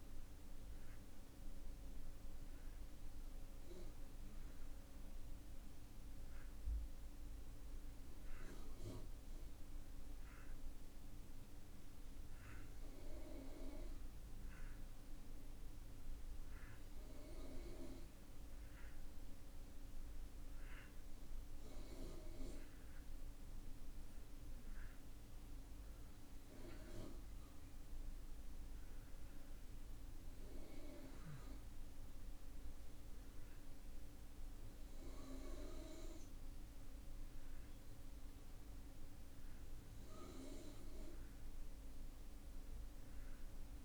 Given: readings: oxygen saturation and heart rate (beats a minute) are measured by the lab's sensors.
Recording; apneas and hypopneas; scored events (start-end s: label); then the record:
breathing in sleep by a room microphone; none
none scored
From the record:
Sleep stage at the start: N2 (light sleep); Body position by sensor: on the back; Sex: male